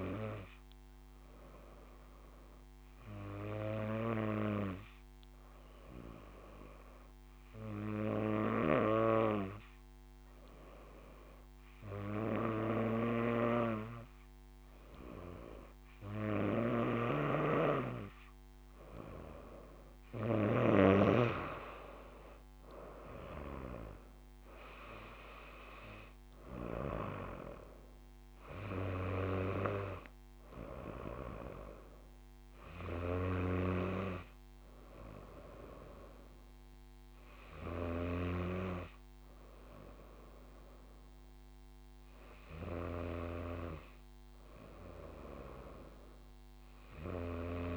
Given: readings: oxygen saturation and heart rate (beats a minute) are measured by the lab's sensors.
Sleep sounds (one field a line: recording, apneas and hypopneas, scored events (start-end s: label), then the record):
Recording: breathing in sleep by a microphone on the trachea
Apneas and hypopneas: 1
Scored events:
0.50-19.50 s: hypopnea (oxygen 97% before, 94% lowest, heart rate 65 before, 62 extreme, up 5 after)
13.50-21.50 s: snoring (device-marked)
21.50-24.00 s: arousal
From the record:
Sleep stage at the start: N2 (light sleep)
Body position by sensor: on the front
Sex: female